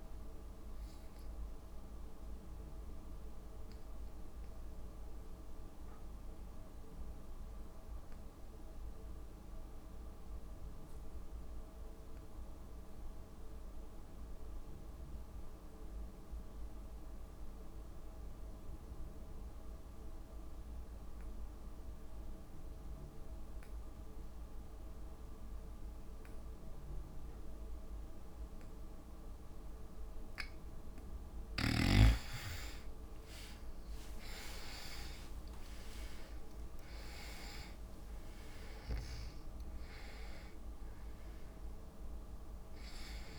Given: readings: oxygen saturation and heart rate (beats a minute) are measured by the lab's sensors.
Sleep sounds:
breathing in sleep by a room microphone; 1
0.00-2.50 s: drop in pulse transit time (device-marked, heart rate 66 extreme)
0.00-15.50 s: oxygen desaturation (device-marked, oxygen 75% lowest, heart rate 57 extreme)
1.00-30.50 s: obstructive apnea (oxygen 98% before, 75% lowest, heart rate 76 before, 56 extreme, up 38 after)
30.50-43.39 s: oxygen desaturation (device-marked, oxygen 98% before, 78% lowest, heart rate 61 before, 56 extreme)
33.00-36.50 s: arousal
35.50-37.50 s: long interval between heartbeats (device-marked, heart rate 63 before, 97 extreme)
35.50-37.50 s: tachycardia (device-marked, heart rate 65 before, 98 extreme)
From the record:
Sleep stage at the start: N2 (light sleep); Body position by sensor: on the back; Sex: female

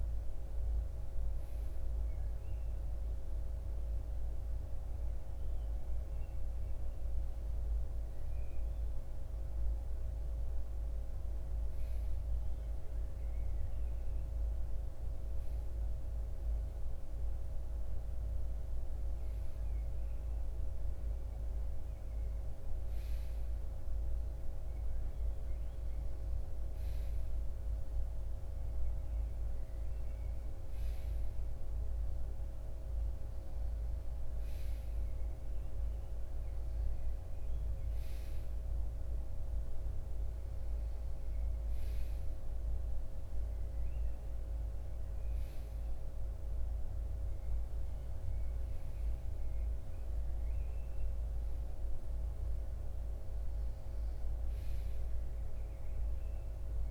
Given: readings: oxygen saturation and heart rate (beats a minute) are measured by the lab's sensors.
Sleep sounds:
breathing in sleep, hard to hear, by a room microphone; none
none scored
From the record:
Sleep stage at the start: REM sleep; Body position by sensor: on the right side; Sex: male

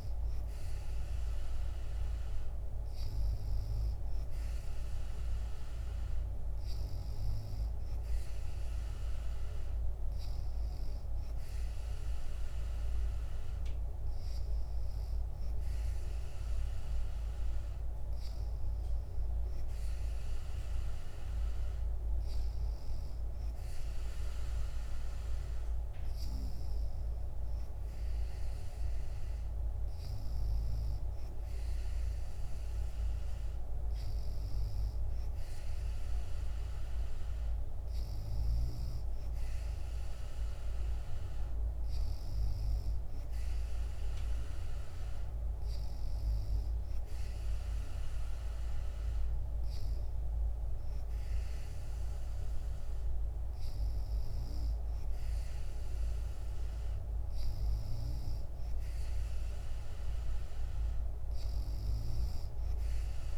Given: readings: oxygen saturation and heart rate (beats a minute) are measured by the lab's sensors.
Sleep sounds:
breathing in sleep, hard to hear, by a room microphone; none
none scored
From the record:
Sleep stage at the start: N3 (deep sleep); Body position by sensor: on the back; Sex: female

